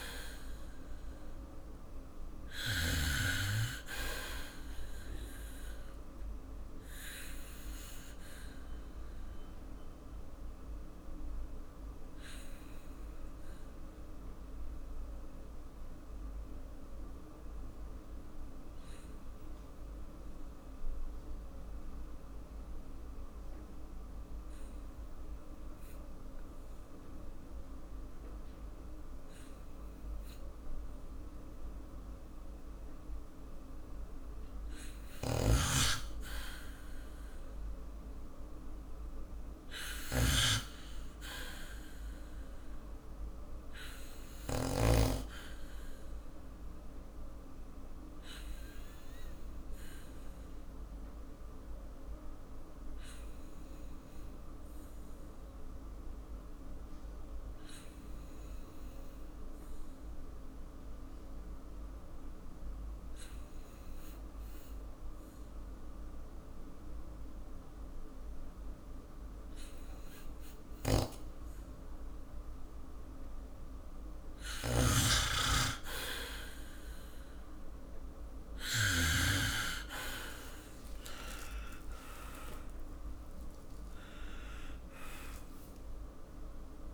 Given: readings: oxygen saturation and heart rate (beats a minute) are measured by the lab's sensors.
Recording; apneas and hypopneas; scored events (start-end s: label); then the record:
breathing in sleep by a room microphone; 2
0.00-3.00 s: oxygen desaturation (device-marked, oxygen 95% lowest, heart rate 46 extreme)
6.50-33.50 s: obstructive apnea (oxygen 100% before, 94% lowest, heart rate 54 before, 46 extreme, up 6 after)
29.00-40.00 s: oxygen desaturation (device-marked, oxygen 98% before, 94% lowest, heart rate 50 before, 50 extreme)
35.00-44.50 s: snoring (device-marked)
36.50-40.00 s: arousal
45.00-72.50 s: obstructive apnea (oxygen 98% before, 94% lowest, heart rate 52 before, 50 extreme, up 24 after)
73.00-86.94 s: oxygen desaturation (device-marked, oxygen 98% before, 94% lowest, heart rate 50 before, 51 extreme)
74.00-79.00 s: snoring (device-marked)
78.00-82.50 s: arousal
80.50-82.50 s: long interval between heartbeats (device-marked, heart rate 52 before, 74 extreme)
82.50-84.50 s: long interval between heartbeats (device-marked, heart rate 55 before, 107 extreme)
From the record:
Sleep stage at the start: N2 (light sleep); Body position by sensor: on the back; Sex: male